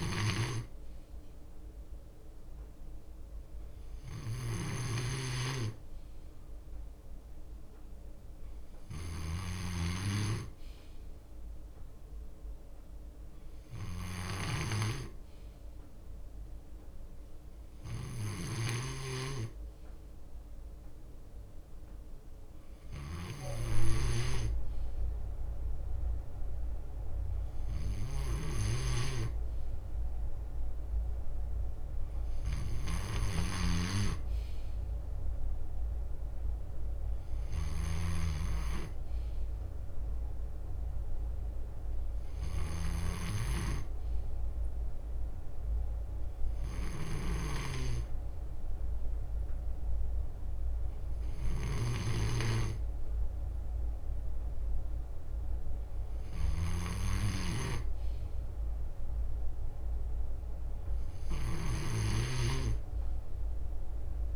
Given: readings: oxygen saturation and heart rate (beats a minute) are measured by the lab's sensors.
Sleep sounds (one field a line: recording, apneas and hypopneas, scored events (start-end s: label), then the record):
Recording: breathing in sleep by a room microphone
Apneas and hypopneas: none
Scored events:
0.00-4.50 s: drop in pulse transit time (device-marked, heart rate 60 extreme)
0.00-9.50 s: snoring (device-marked)
26.00-29.00 s: leg movement (device-marked)
28.50-43.00 s: snoring (device-marked)
50.50-51.50 s: leg movement (device-marked)
51.50-64.36 s: snoring (device-marked)
56.00-57.50 s: leg movement (device-marked)
60.00-64.36 s: leg movement (device-marked)
From the record:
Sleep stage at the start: N2 (light sleep)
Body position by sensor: on the left side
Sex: male